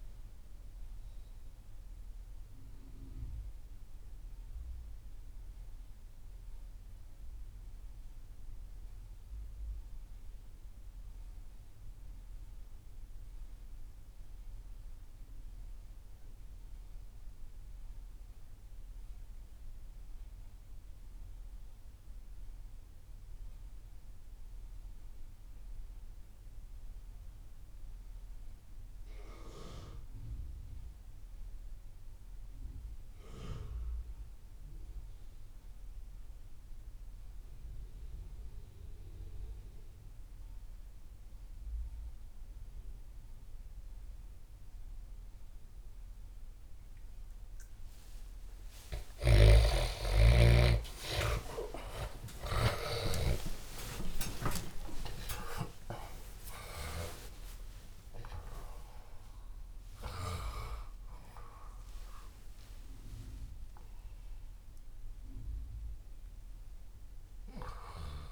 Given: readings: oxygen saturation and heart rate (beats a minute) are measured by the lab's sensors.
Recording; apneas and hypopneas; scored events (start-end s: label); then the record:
breathing in sleep by a room microphone; 1
0.00-11.50 s: oxygen desaturation (device-marked, oxygen 73% lowest)
1.50-47.50 s: mixed apnea (oxygen 96% before, 73% lowest)
26.50-68.32 s: oxygen desaturation (device-marked, oxygen 99% before, 73% lowest)
48.50-54.50 s: arousal
65.50-68.32 s: new sleep stage, N1 (lightest sleep)
From the record:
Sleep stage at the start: N2 (light sleep); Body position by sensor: on the back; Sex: male